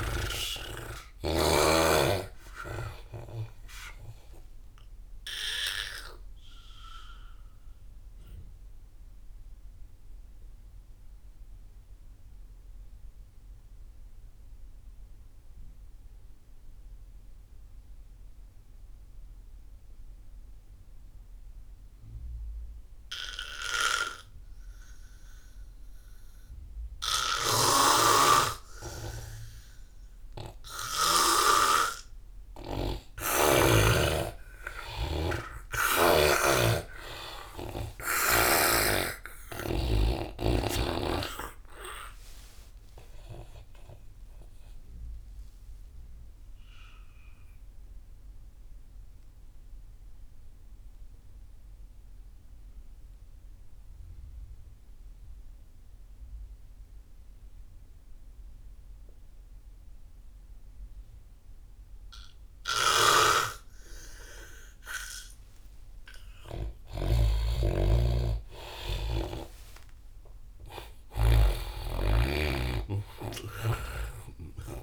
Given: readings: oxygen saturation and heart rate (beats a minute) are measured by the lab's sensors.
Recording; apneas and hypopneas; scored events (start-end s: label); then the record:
breathing in sleep by a room microphone; 2
0.00-2.00 s: snoring (device-marked)
0.00-13.00 s: oxygen desaturation (device-marked, oxygen 83% lowest)
5.00-32.50 s: obstructive apnea (oxygen 98% before, 83% lowest)
27.50-31.50 s: snoring (device-marked)
28.00-53.00 s: oxygen desaturation (device-marked, oxygen 99% before, 84% lowest)
34.50-39.50 s: arousal
44.50-65.00 s: obstructive apnea (oxygen 99% before, 84% lowest)
63.00-72.00 s: snoring (device-marked)
66.00-71.00 s: arousal
67.00-74.83 s: oxygen desaturation (device-marked, oxygen 98% before, 84% lowest)
From the record:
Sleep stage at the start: N2 (light sleep); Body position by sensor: on the back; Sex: male